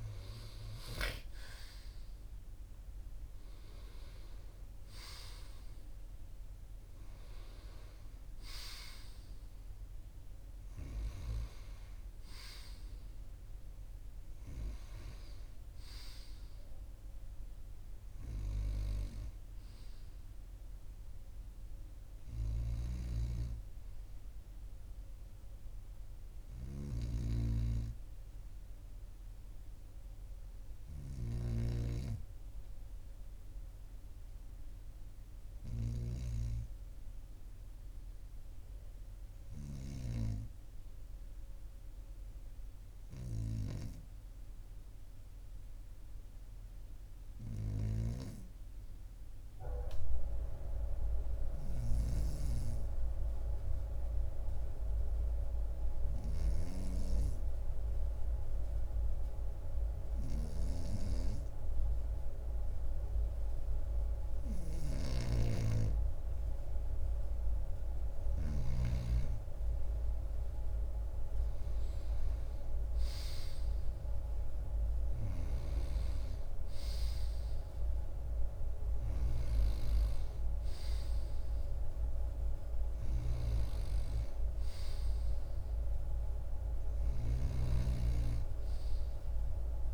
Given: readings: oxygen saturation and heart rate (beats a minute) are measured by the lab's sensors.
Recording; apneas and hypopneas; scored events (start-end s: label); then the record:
breathing in sleep by a room microphone; 1
26.00-35.50 s: snoring (device-marked)
42.50-63.50 s: hypopnea (oxygen 99% before, 95% lowest, heart rate 42 before, 42 extreme, up 2 after)
64.50-68.50 s: snoring (device-marked)
67.00-71.00 s: arousal
86.50-89.94 s: snoring (device-marked)
From the record:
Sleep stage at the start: N2 (light sleep); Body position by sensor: on the right side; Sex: male